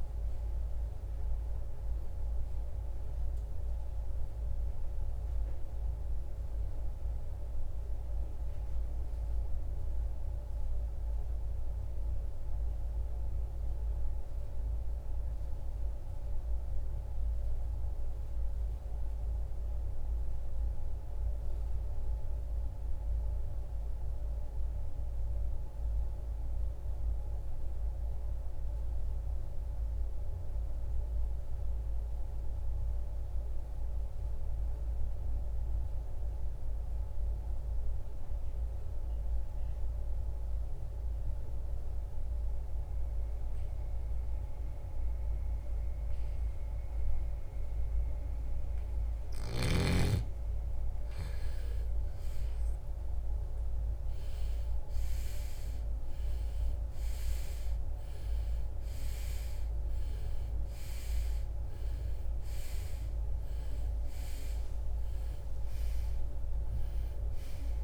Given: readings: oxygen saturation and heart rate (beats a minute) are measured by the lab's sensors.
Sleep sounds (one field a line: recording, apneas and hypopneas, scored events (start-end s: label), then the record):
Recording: breathing in sleep, hard to hear, by a room microphone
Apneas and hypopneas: 1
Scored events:
9.50-48.50 s: obstructive apnea (oxygen 97% before, 80% lowest, heart rate 73 before, 44 extreme, up 21 after)
12.50-29.50 s: oxygen desaturation (device-marked, oxygen 95% before, 80% lowest, heart rate 72 before, 44 extreme)
50.50-55.00 s: arousal
From the record:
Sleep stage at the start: N2 (light sleep)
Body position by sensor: on the right side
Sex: male